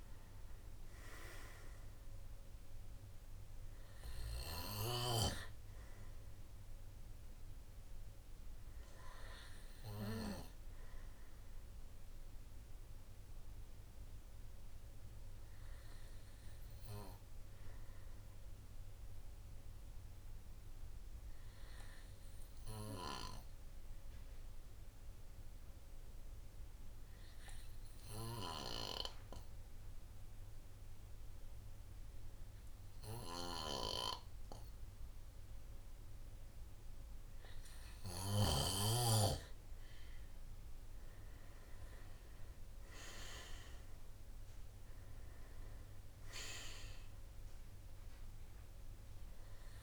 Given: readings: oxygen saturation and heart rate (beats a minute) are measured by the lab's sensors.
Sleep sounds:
breathing in sleep by a room microphone; 1
0.00-20.00 s: oxygen desaturation (device-marked, oxygen 93% lowest, heart rate 48 extreme)
11.50-38.50 s: obstructive apnea (oxygen 98% before, 93% lowest, heart rate 54 before, 48 extreme, up 9 after)
38.00-49.83 s: oxygen desaturation (device-marked, oxygen 97% before, 94% lowest, heart rate 53 before, 48 extreme)
40.50-44.50 s: arousal
From the record:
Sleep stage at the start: N2 (light sleep); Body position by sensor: on the right side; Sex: male

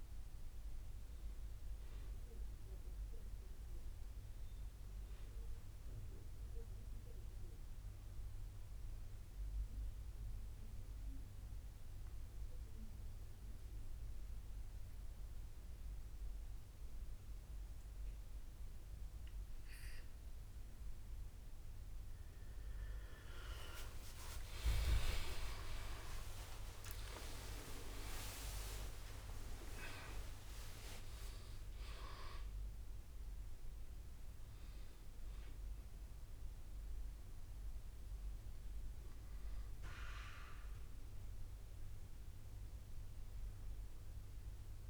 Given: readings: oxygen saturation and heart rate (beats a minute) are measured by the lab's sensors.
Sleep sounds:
breathing in sleep by a room microphone; 1
0.00-5.50 s: bradycardia (device-marked, heart rate 54 extreme)
6.50-19.50 s: bradycardia (device-marked, heart rate 60 before, 57 extreme)
8.50-21.50 s: obstructive apnea (oxygen 96% before, 93% lowest, heart rate 56 before, 57 extreme, up 19 after)
22.50-24.50 s: long interval between heartbeats (device-marked, heart rate 58 before, 69 extreme)
23.50 s: drop in pulse transit time (device-marked)
26.50-39.50 s: drop in pulse transit time (device-marked, heart rate 60 before, 63 extreme)
36.50-44.90 s: new sleep stage, awake
From the record:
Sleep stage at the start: N2 (light sleep); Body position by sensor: on the back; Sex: male

